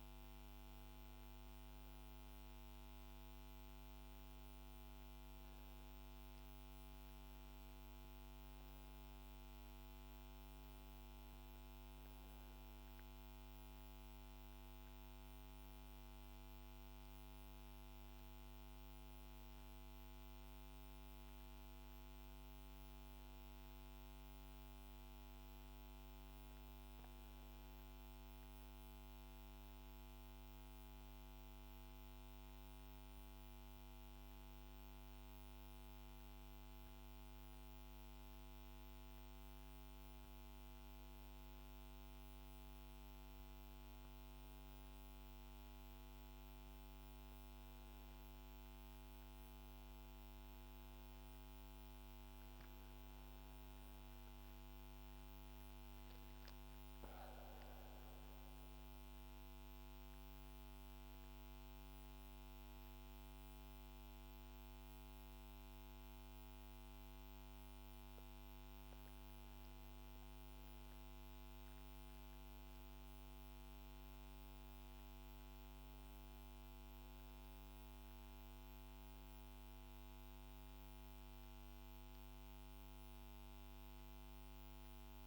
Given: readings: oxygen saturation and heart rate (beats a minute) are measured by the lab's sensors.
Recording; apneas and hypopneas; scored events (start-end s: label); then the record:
breathing in sleep, hard to hear, by a microphone on the trachea; 1
51.50-55.50 s: arousal
57.50-69.00 s: central apnea (oxygen 97% before, 94% lowest, heart rate 75 before, 72 extreme, up 2 after)
71.50-75.00 s: arousal
From the record:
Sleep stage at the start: N2 (light sleep); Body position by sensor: on the back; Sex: female